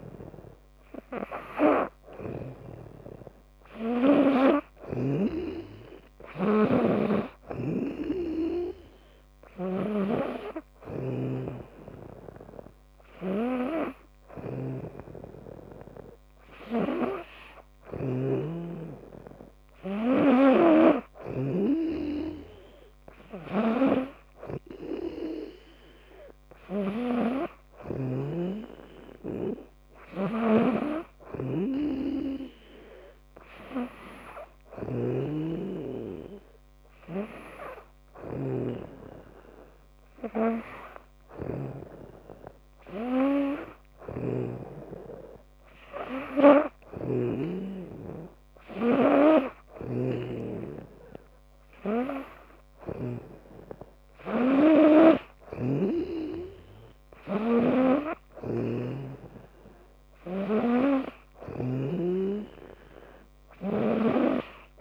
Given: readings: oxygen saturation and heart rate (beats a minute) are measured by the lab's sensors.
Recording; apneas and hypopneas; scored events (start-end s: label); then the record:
breathing in sleep by a microphone on the trachea; none
0.00-5.00 s: snoring (device-marked)
9.50-21.50 s: snoring (device-marked)
30.00-41.50 s: snoring (device-marked)
43.50-53.00 s: snoring (device-marked)
55.00-61.50 s: snoring (device-marked)
63.50-64.81 s: snoring (device-marked)
From the record:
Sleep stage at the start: N2 (light sleep); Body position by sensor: on the back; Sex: female